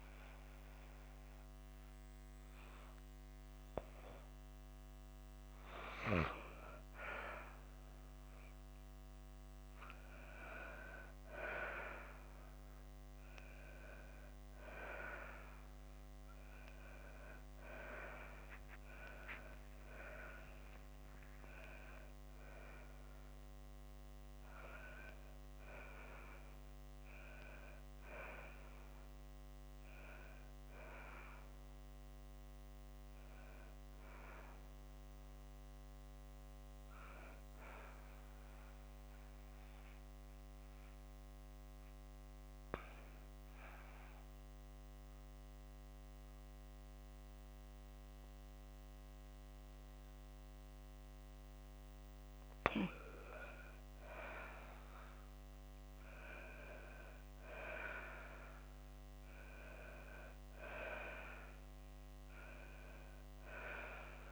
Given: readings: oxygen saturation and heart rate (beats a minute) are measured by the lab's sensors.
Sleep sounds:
a person partly awake in a sleep study, by a microphone on the trachea; 1
1.50-64.32 s: new sleep stage, N2 (light sleep)
18.50-47.50 s: oxygen desaturation (device-marked, oxygen 98% before, 93% lowest)
28.00-32.00 s: arousal
35.00-52.50 s: mixed apnea (oxygen 98% before, 91% lowest, heart rate 50 before, 54 extreme, up 10 after)
54.50-58.00 s: arousal
61.50-64.32 s: oxygen desaturation (device-marked, oxygen 97% before, 91% lowest, heart rate 58 before, 55 extreme)
From the record:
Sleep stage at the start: awake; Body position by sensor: on the back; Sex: female

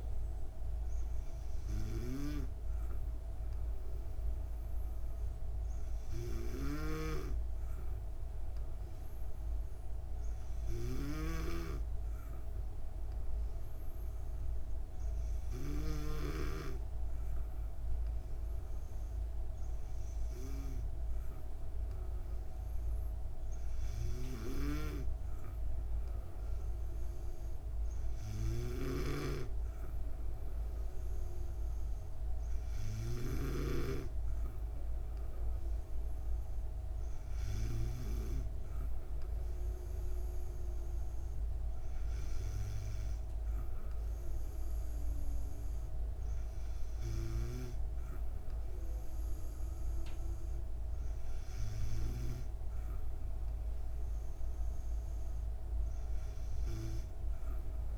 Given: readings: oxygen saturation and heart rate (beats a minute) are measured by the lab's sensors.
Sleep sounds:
breathing in sleep by a room microphone; none
6.50-11.50 s: snoring (device-marked)
28.50-34.00 s: snoring (device-marked)
From the record:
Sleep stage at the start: N2 (light sleep); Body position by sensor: on the back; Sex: female

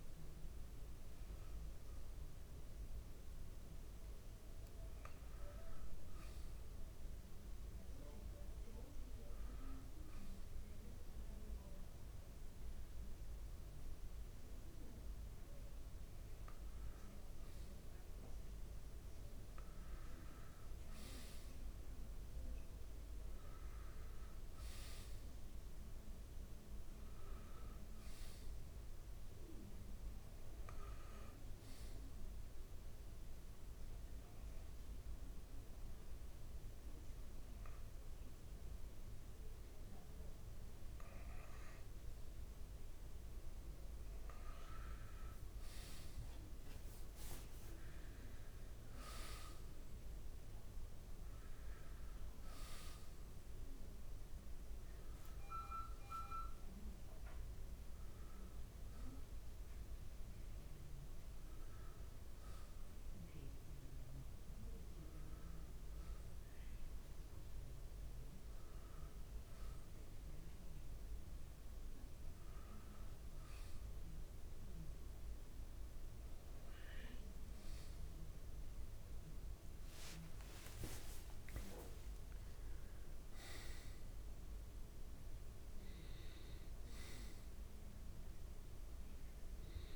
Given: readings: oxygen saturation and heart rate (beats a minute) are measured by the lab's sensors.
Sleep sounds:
breathing in sleep, hard to hear, by a room microphone; 3
4.50-15.50 s: hypopnea (oxygen 93% before, 86% lowest, heart rate 68 before, 68 extreme, up 1 after)
5.00-65.00 s: new sleep stage, N2 (light sleep)
18.00-22.50 s: arousal
20.00-40.00 s: oxygen desaturation (device-marked, oxygen 91% before, 87% lowest, heart rate 68 before, 67 extreme)
32.00-42.50 s: obstructive apnea (oxygen 92% before, 86% lowest, heart rate 69 before, 67 extreme, up 1 after)
46.00-49.50 s: arousal
51.00-69.00 s: oxygen desaturation (device-marked, oxygen 92% before, 86% lowest, heart rate 69 before, 67 extreme)
57.00-71.00 s: hypopnea (oxygen 92% before, 86% lowest, heart rate 69 before, 67 extreme, up 0 after)
65.00-89.96 s: new sleep stage, N1 (lightest sleep)
80.00-84.50 s: arousal
From the record:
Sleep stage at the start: N1 (lightest sleep); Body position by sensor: on the back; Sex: male

